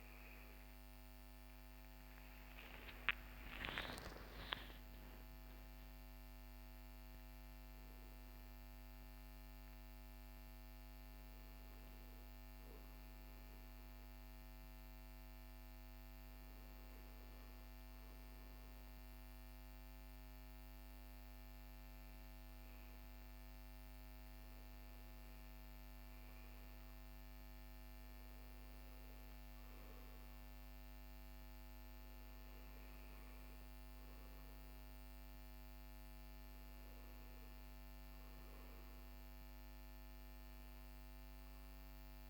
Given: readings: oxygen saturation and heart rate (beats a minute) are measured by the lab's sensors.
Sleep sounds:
breathing in sleep, hard to hear, by a microphone on the trachea; none
1.50-7.00 s: arousal
From the record:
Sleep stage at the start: REM sleep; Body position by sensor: on the back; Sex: male

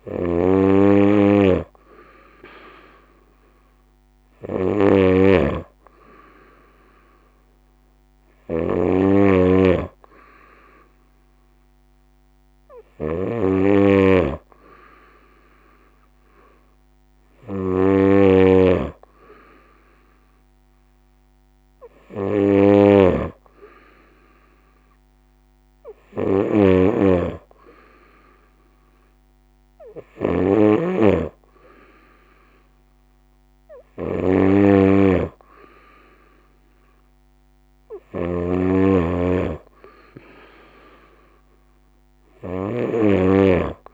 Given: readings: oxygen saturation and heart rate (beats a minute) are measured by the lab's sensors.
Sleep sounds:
breathing in sleep by a microphone on the trachea; none
0.00-43.94 s: snoring (device-marked)
From the record:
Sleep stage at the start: N2 (light sleep); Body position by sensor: on the right side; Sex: female

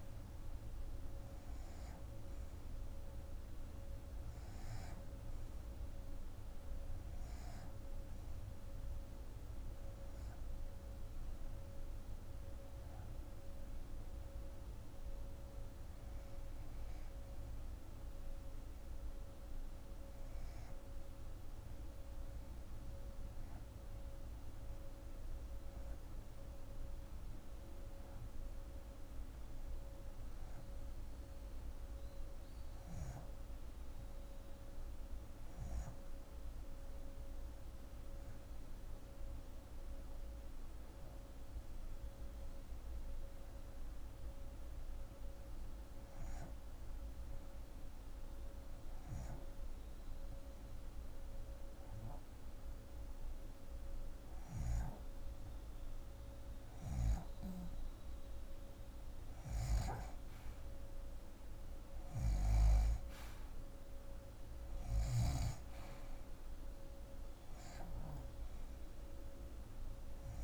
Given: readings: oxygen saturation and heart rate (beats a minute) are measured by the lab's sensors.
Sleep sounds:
breathing in sleep, hard to hear, by a room microphone; 1
0.00-8.00 s: oxygen desaturation (device-marked, oxygen 70% lowest, heart rate 70 extreme)
14.50-18.00 s: arousal
20.50-52.50 s: hypopnea (oxygen 94% before, 78% lowest, heart rate 125 before, 80 extreme, up 24 after)
30.00-70.44 s: oxygen desaturation (device-marked, oxygen 91% before, 78% lowest, heart rate 125 before, 47 extreme)
57.00-62.50 s: arousal
From the record:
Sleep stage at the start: REM sleep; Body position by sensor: on the left side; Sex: female

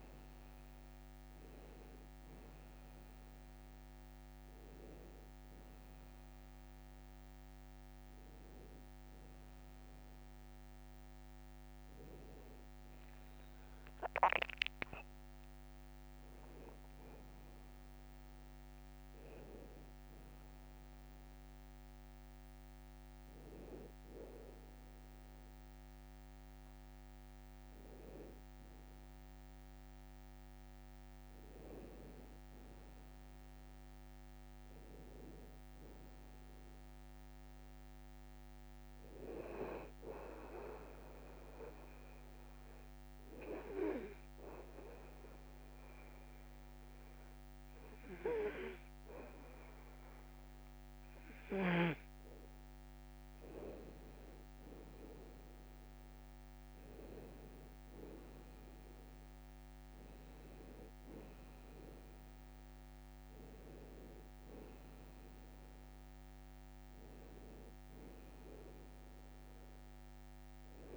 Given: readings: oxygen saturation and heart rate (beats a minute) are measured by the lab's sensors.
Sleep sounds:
breathing in sleep by a microphone on the trachea; 1
0.00-1.00 s: arousal
0.00-20.00 s: oxygen desaturation (device-marked, oxygen 93% lowest, heart rate 56 extreme)
31.50-36.00 s: arousal
40.50-52.00 s: obstructive apnea (oxygen 98% before, 94% lowest, heart rate 60 before, 56 extreme, up 7 after)
55.00-59.50 s: arousal
From the record:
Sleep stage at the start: N2 (light sleep); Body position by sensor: on the back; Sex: male

